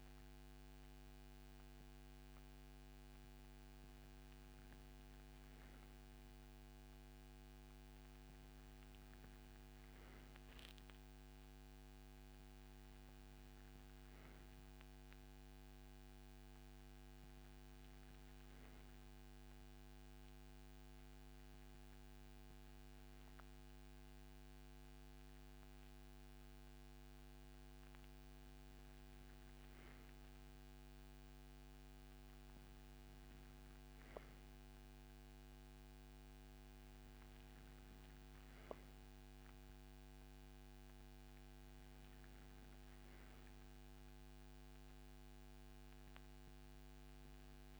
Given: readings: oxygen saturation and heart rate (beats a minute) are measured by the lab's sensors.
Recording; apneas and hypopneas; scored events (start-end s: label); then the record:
breathing in sleep, hard to hear, by a microphone on the trachea; none
none scored
From the record:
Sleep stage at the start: N2 (light sleep); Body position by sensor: on the right side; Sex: male